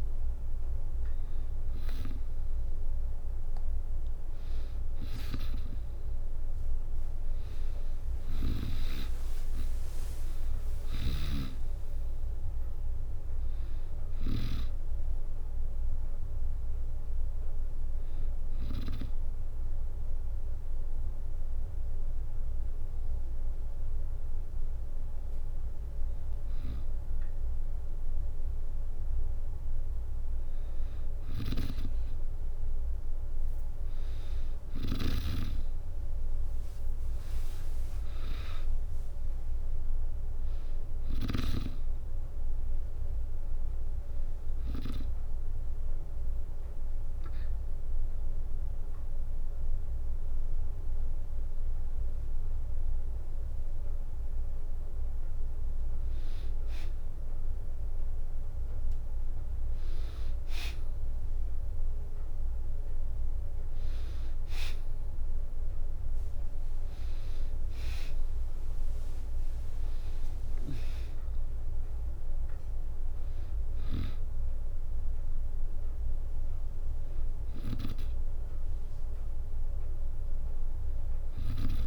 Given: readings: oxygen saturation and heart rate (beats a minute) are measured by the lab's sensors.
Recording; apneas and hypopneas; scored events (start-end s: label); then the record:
breathing in sleep by a room microphone; 2
7.00-10.00 s: arousal
7.00-20.00 s: drop in pulse transit time (device-marked, heart rate 67 before, 65 extreme)
10.50-14.00 s: snoring (device-marked)
16.00-27.50 s: hypopnea (oxygen 96% before, 93% lowest, heart rate 70 before, 62 extreme, up 4 after)
32.00-35.00 s: arousal
34.50-41.00 s: snoring (device-marked)
38.00-53.00 s: drop in pulse transit time (device-marked, heart rate 64 before, 64 extreme)
45.00-55.00 s: hypopnea (oxygen 96% before, 93% lowest, heart rate 67 before, 61 extreme, up 1 after)
57.50-61.00 s: arousal
67.00-79.00 s: drop in pulse transit time (device-marked, heart rate 64 before, 67 extreme)
77.00-81.87 s: snoring (device-marked)
From the record:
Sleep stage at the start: N2 (light sleep); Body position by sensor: on the back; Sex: female